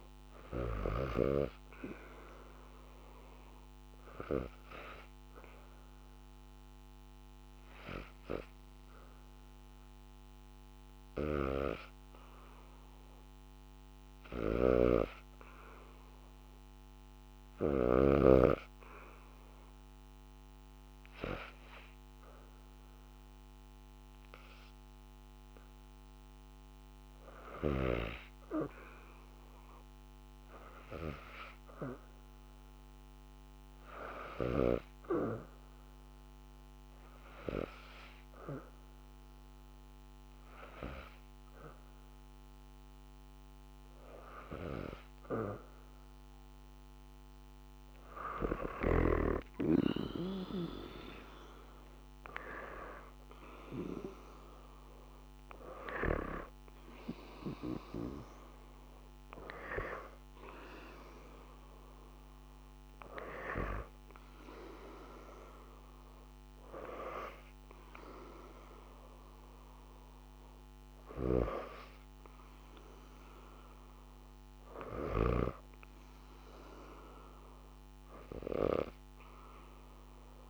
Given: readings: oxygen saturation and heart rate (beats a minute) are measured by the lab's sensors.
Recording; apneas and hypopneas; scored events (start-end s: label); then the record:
breathing in sleep by a microphone on the trachea; 1
0.00-1.00 s: arousal
0.00-4.00 s: oxygen desaturation (device-marked, oxygen 93% lowest, heart rate 68 extreme)
8.50-25.50 s: hypopnea (oxygen 97% before, 80% lowest, heart rate 71 before, 74 extreme, up 0 after)
9.00-23.00 s: oxygen desaturation (device-marked, oxygen 95% before, 80% lowest, heart rate 71 before, 74 extreme)
14.00-17.50 s: snoring (device-marked)
28.50-33.00 s: arousal
35.00-53.00 s: oxygen desaturation (device-marked, oxygen 93% before, 86% lowest, heart rate 74 before, 77 extreme)
55.00-59.00 s: arousal
70.50-80.50 s: snoring (device-marked)
76.50-80.50 s: arousal
From the record:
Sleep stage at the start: N2 (light sleep); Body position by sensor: on the back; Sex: female